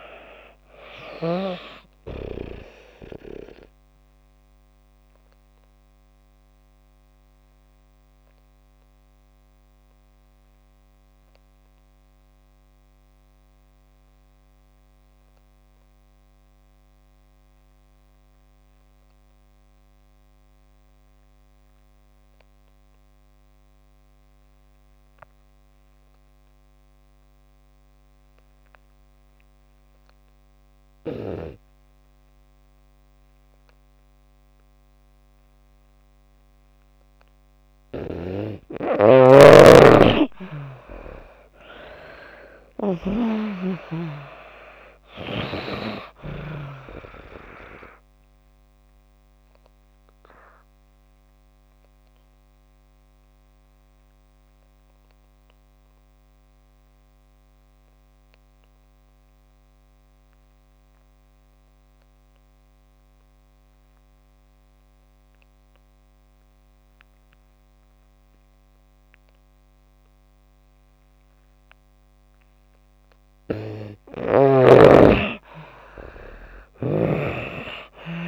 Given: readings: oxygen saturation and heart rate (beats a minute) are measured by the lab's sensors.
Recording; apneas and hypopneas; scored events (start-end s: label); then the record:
breathing in sleep by a microphone on the trachea; 2
0.00-25.00 s: oxygen desaturation (device-marked, oxygen 80% lowest)
3.50-36.50 s: obstructive apnea (oxygen 97% before, 80% lowest)
40.00-44.00 s: arousal
41.00-75.00 s: oxygen desaturation (device-marked, oxygen 97% before, 80% lowest)
48.00-72.00 s: obstructive apnea (oxygen 98% before, 80% lowest)
74.00-77.50 s: arousal
From the record:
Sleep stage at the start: N2 (light sleep); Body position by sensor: on the back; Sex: female